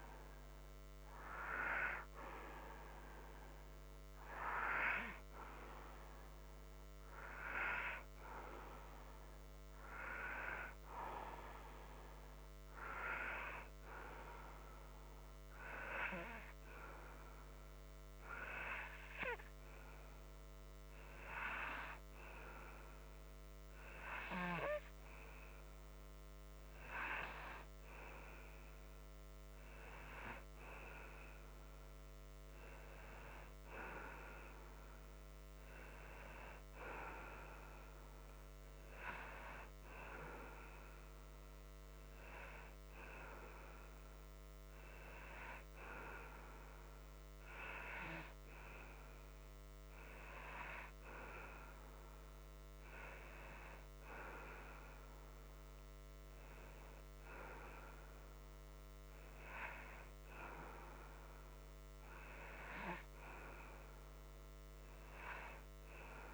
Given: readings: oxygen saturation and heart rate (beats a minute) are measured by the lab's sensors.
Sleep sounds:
breathing in sleep by a microphone on the trachea; none
none scored
From the record:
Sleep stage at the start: N2 (light sleep); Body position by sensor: upright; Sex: male

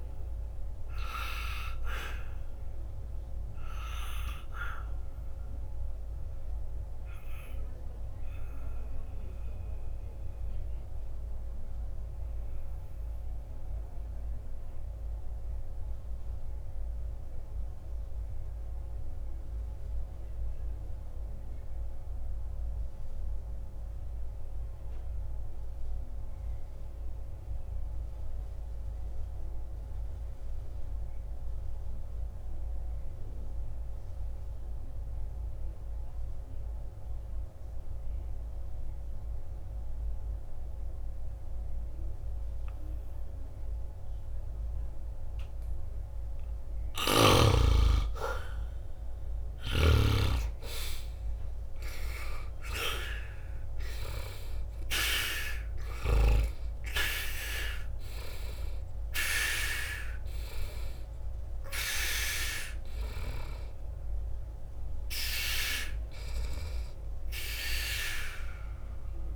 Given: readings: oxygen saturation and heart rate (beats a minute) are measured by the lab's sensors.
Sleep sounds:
breathing in sleep by a room microphone; 1
0.00-25.50 s: oxygen desaturation (device-marked, oxygen 75% lowest, heart rate 60 extreme)
4.00-48.50 s: obstructive apnea (oxygen 98% before, 75% lowest, heart rate 63 before, 60 extreme, up 0 after)
42.50-69.36 s: oxygen desaturation (device-marked, oxygen 98% before, 76% lowest, heart rate 60 before, 59 extreme)
52.00-56.00 s: arousal
From the record:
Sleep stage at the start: N2 (light sleep); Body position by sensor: on the back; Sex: male

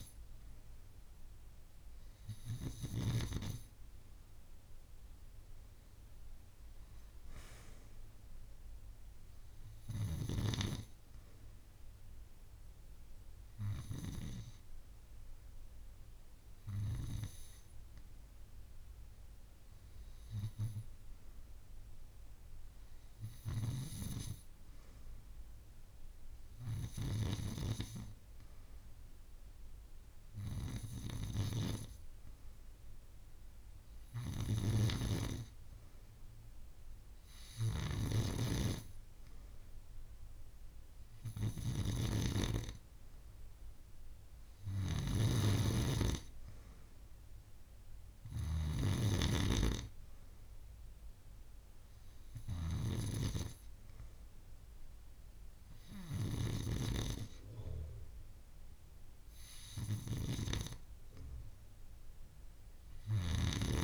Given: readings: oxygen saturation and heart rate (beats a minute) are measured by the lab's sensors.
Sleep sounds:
breathing in sleep by a room microphone; none
none scored
From the record:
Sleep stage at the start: N2 (light sleep); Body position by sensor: on the back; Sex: female

